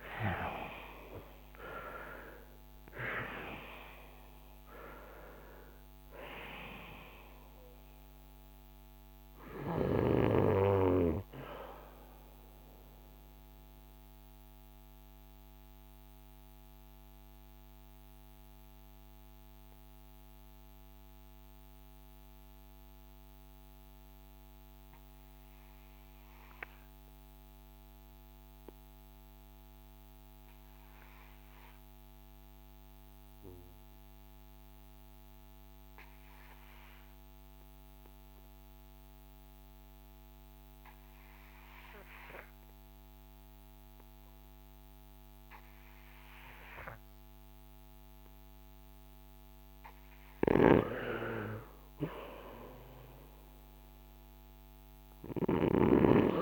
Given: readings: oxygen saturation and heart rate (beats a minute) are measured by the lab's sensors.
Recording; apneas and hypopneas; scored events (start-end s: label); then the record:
breathing in sleep by a microphone on the trachea; 1
0.00-2.50 s: arousal
0.00-38.00 s: oxygen desaturation (device-marked, oxygen 70% lowest, heart rate 54 extreme)
12.00-51.50 s: mixed apnea (oxygen 92% before, 70% lowest, heart rate 70 before, 47 extreme, up 4 after)
44.00-56.42 s: oxygen desaturation (device-marked, oxygen 97% before, 77% lowest, heart rate 57 before, 46 extreme)
53.00-56.42 s: arousal
From the record:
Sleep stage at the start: REM sleep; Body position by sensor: on the front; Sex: male